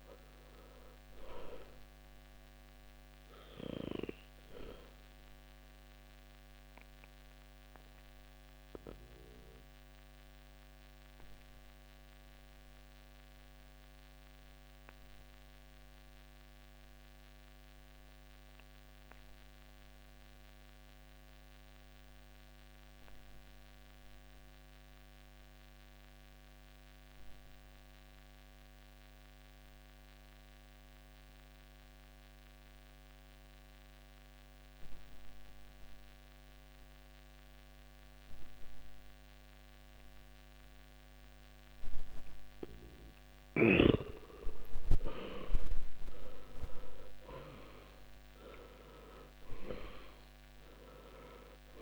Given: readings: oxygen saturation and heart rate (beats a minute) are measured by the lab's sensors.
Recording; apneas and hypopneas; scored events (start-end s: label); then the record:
breathing in sleep by a microphone on the trachea; 1
0.00-25.00 s: oxygen desaturation (device-marked, oxygen 76% lowest, heart rate 54 extreme)
3.50-44.00 s: obstructive apnea (oxygen 96% before, 76% lowest, heart rate 72 before, 52 extreme, up 14 after)
40.00-51.82 s: oxygen desaturation (device-marked, oxygen 100% before, 80% lowest, heart rate 57 before, 52 extreme)
45.00-49.50 s: arousal
From the record:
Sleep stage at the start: N2 (light sleep); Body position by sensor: on the back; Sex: male